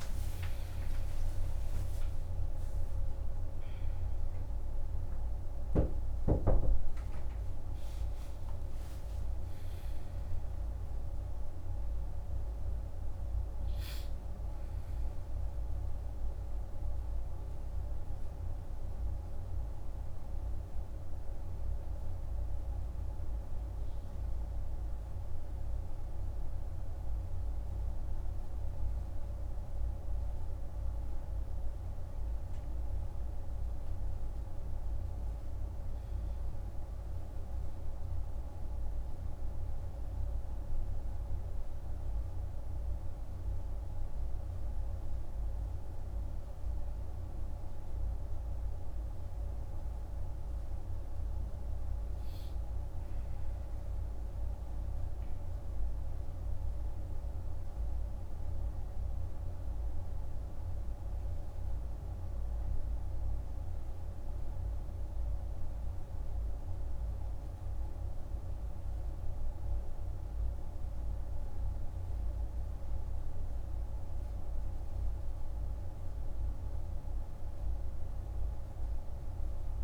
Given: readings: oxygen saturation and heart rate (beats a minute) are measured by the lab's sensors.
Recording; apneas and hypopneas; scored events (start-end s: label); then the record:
a person partly awake in a sleep study, hard to hear, by a room microphone; none
12.00-79.84 s: new sleep stage, N1 (lightest sleep)
From the record:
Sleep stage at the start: awake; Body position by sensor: on the back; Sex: male